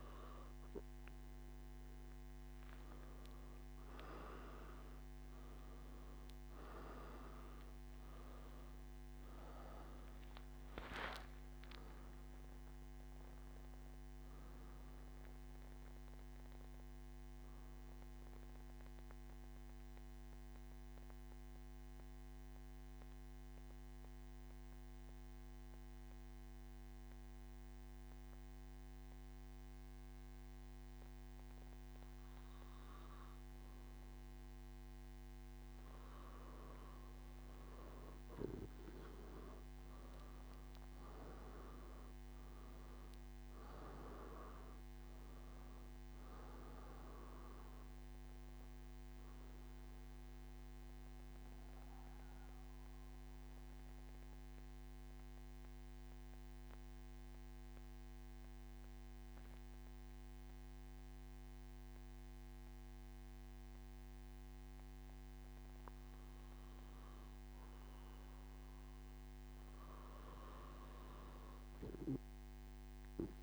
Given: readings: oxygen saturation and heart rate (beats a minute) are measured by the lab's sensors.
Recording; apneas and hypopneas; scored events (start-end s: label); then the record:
breathing in sleep by a microphone on the trachea; none
2.00-73.43 s: new sleep stage, N3 (deep sleep)
3.00-15.00 s: oxygen desaturation (device-marked, oxygen 98% before, 94% lowest, heart rate 120 before, 114 extreme)
41.00-58.00 s: oxygen desaturation (device-marked, oxygen 98% before, 94% lowest, heart rate 122 before, 82 extreme)
72.00-73.43 s: oxygen desaturation (device-marked, oxygen 98% before, 93% lowest, heart rate 115 before, 74 extreme)
From the record:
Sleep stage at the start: N2 (light sleep); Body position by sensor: on the back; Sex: male